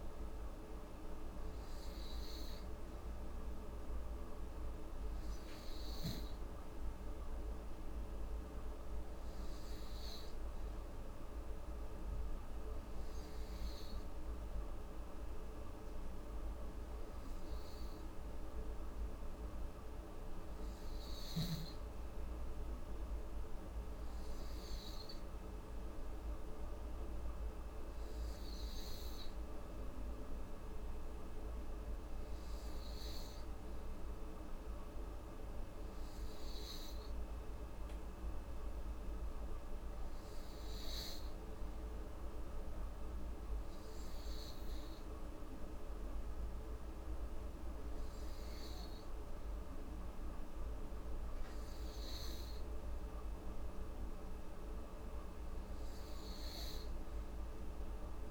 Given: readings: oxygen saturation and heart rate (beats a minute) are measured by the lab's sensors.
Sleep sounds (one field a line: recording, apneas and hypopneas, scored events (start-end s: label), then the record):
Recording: breathing in sleep, hard to hear, by a room microphone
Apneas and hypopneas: none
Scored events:
none scored
From the record:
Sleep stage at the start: N2 (light sleep)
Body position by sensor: on the back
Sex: female